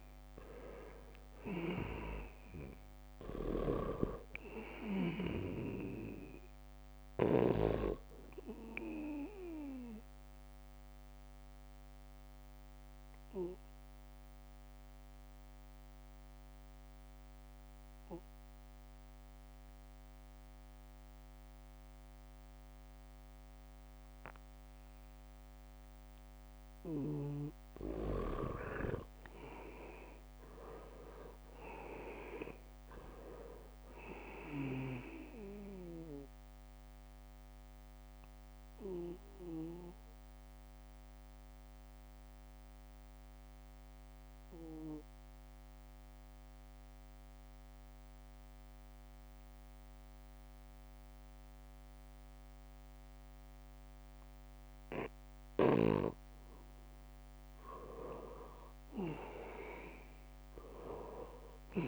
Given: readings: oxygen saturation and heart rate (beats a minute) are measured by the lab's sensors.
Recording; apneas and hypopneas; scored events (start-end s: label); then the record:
breathing in sleep by a microphone on the trachea; 2
0.00-1.50 s: arousal
0.50-18.50 s: oxygen desaturation (device-marked, oxygen 99% before, 80% lowest, heart rate 78 before, 75 extreme)
2.00-6.00 s: snoring (device-marked)
3.00-10.00 s: leg movement (device-marked)
10.00-27.00 s: obstructive apnea (oxygen 99% before, 80% lowest, heart rate 77 before, 75 extreme, up 1 after)
26.50-51.50 s: oxygen desaturation (device-marked, oxygen 99% before, 82% lowest, heart rate 80 before, 74 extreme)
30.00-33.50 s: arousal
38.50-56.00 s: obstructive apnea (oxygen 99% before, 81% lowest, heart rate 78 before, 74 extreme)
53.50-61.87 s: oxygen desaturation (device-marked, oxygen 98% before, 83% lowest, heart rate 78 before, 74 extreme)
59.00-61.87 s: arousal
From the record:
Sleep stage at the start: N2 (light sleep); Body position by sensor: on the back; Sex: male